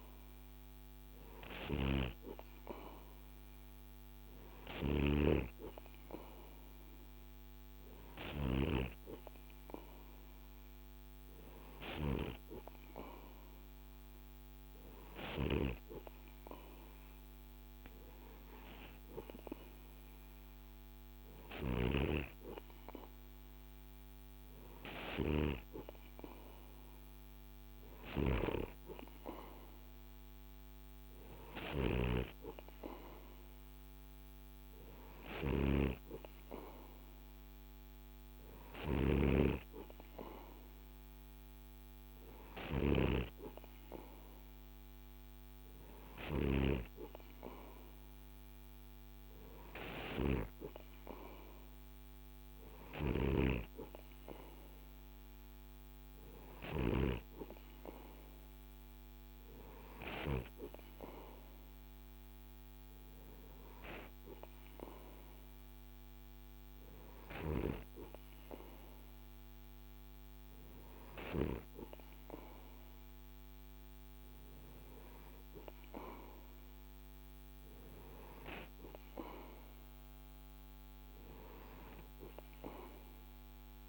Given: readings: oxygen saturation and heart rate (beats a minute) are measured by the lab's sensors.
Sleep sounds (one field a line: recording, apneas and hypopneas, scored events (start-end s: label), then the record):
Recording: breathing in sleep by a microphone on the trachea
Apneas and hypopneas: none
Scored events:
0.50-4.50 s: snoring (device-marked)
From the record:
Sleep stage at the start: N2 (light sleep)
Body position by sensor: on the right side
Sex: male